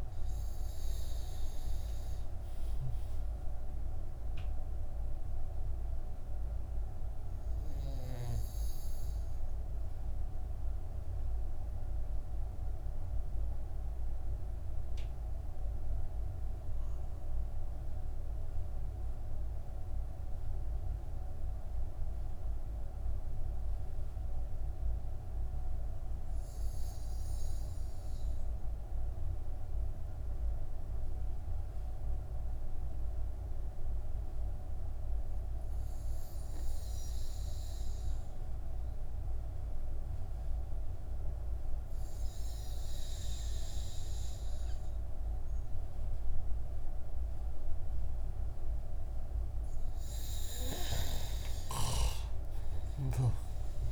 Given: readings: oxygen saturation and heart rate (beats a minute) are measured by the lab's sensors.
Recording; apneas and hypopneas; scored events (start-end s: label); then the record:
breathing in sleep, hard to hear, by a room microphone; 1
0.00-14.00 s: oxygen desaturation (device-marked, oxygen 89% lowest)
4.00-49.00 s: mixed apnea (oxygen 95% before, 89% lowest)
32.00-53.92 s: oxygen desaturation (device-marked, oxygen 98% before, 90% lowest)
50.50-53.92 s: arousal
From the record:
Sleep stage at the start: N2 (light sleep); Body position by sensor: on the back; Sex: male